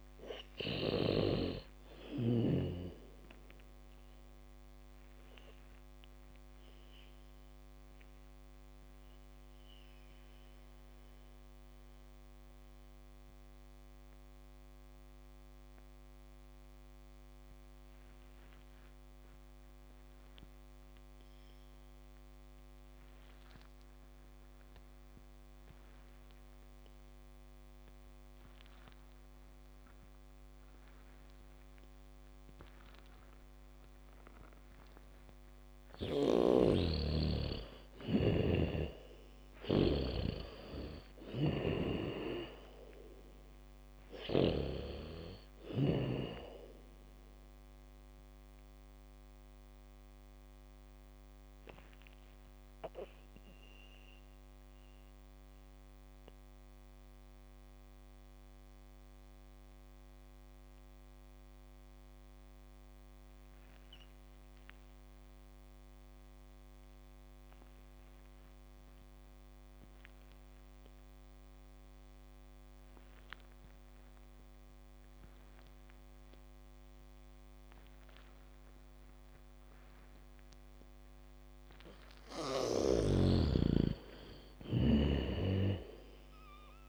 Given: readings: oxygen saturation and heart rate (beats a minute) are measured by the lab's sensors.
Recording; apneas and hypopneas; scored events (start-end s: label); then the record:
breathing in sleep by a microphone on the trachea; 2
0.00-3.00 s: snoring (device-marked)
0.00-14.50 s: oxygen desaturation (device-marked, oxygen 85% lowest, heart rate 26 extreme)
5.50-34.50 s: mixed apnea (oxygen 98% before, 78% lowest, heart rate 58 before, 49 extreme, up 0 after)
27.50-64.50 s: oxygen desaturation (device-marked, oxygen 99% before, 78% lowest, heart rate 74 before, 49 extreme)
28.50-40.50 s: bradycardia (device-marked, heart rate 66 before, 49 extreme)
36.50-42.00 s: arousal
38.50-45.00 s: snoring (device-marked)
48.00-81.00 s: mixed apnea (oxygen 99% before, 78% lowest, heart rate 60 before, 56 extreme, up 12 after)
71.50-80.50 s: bradycardia (device-marked, heart rate 67 before, 56 extreme)
76.50-86.89 s: oxygen desaturation (device-marked, oxygen 99% before, 79% lowest, heart rate 70 before, 50 extreme)
82.50-84.50 s: bradycardia (device-marked, heart rate 67 before, 58 extreme)
83.50-86.89 s: arousal
From the record:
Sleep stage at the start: N2 (light sleep); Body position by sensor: on the back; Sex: female